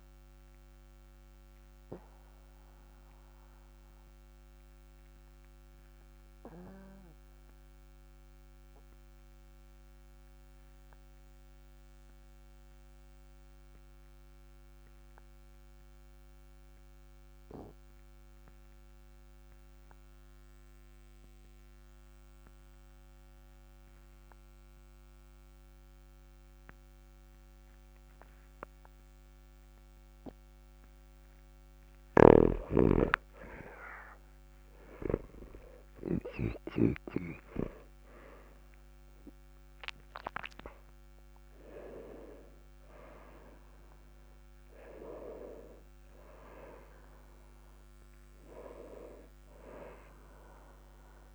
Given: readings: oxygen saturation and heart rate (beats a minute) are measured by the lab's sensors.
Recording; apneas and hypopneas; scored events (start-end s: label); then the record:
breathing in sleep by a microphone on the trachea; 1
0.50-32.50 s: obstructive apnea (oxygen 99% before, 95% lowest, heart rate 50 before, 37 extreme, up 15 after)
34.00-37.50 s: arousal
From the record:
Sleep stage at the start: N2 (light sleep); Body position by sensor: on the back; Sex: male